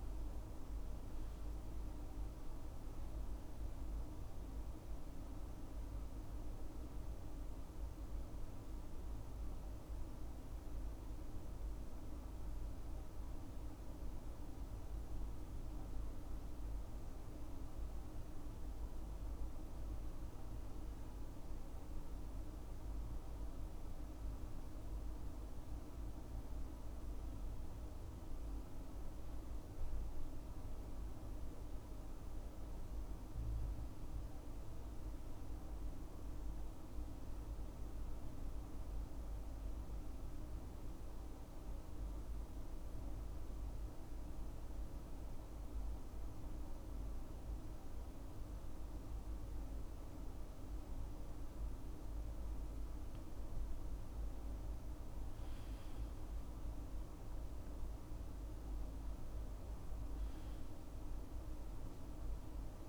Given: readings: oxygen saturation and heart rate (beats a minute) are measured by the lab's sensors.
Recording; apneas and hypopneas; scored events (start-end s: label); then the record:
breathing in sleep, hard to hear, by a room microphone; 2
10.00-22.50 s: obstructive apnea (oxygen 96% before, 94% lowest, heart rate 72 before, 65 extreme, up 9 after)
24.00-26.50 s: arousal
41.00-52.50 s: obstructive apnea (oxygen 98% before, 93% lowest, heart rate 72 before, 63 extreme, up 8 after)
56.00-59.50 s: arousal
60.50-62.89 s: oxygen desaturation (device-marked, oxygen 97% before, 94% lowest, heart rate 70 before, 63 extreme)
From the record:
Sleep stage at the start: N2 (light sleep); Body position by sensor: on the left side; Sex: male